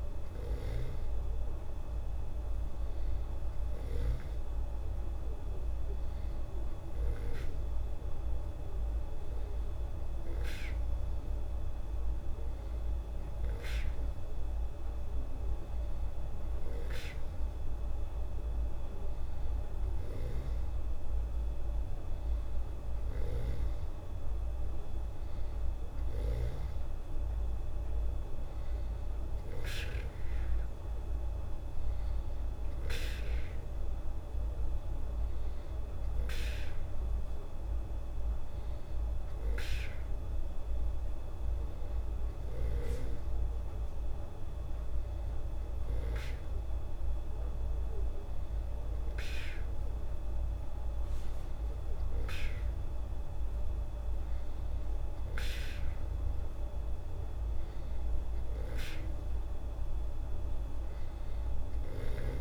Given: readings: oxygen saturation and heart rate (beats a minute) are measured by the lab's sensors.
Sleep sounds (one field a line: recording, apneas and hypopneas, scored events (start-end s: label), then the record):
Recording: breathing in sleep, hard to hear, by a room microphone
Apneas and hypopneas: none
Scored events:
none scored
From the record:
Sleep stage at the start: N2 (light sleep)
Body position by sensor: on the back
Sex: female